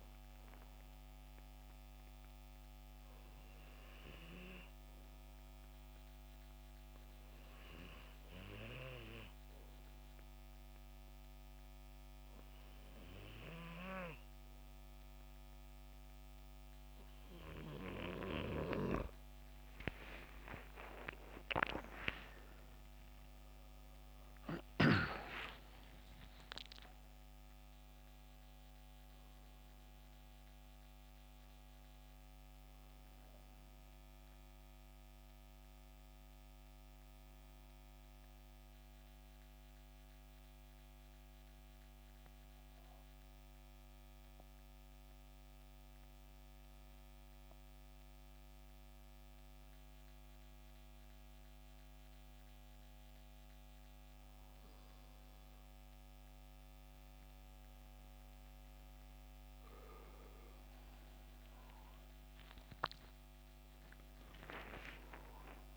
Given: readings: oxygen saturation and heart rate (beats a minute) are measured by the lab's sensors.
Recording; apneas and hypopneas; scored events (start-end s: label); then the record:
breathing in sleep by a microphone on the trachea; 2
0.00-1.50 s: arousal
0.00-21.50 s: oxygen desaturation (device-marked, oxygen 85% lowest, heart rate 67 extreme)
9.50-20.50 s: hypopnea (oxygen 95% before, 85% lowest, heart rate 71 before, 67 extreme, up 18 after)
21.50-25.00 s: arousal
37.50-56.00 s: mixed apnea (oxygen 88% before, 85% lowest, heart rate 79 before, 66 extreme, up 17 after)
58.00-61.50 s: arousal
From the record:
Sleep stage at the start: N2 (light sleep); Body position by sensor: on the back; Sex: male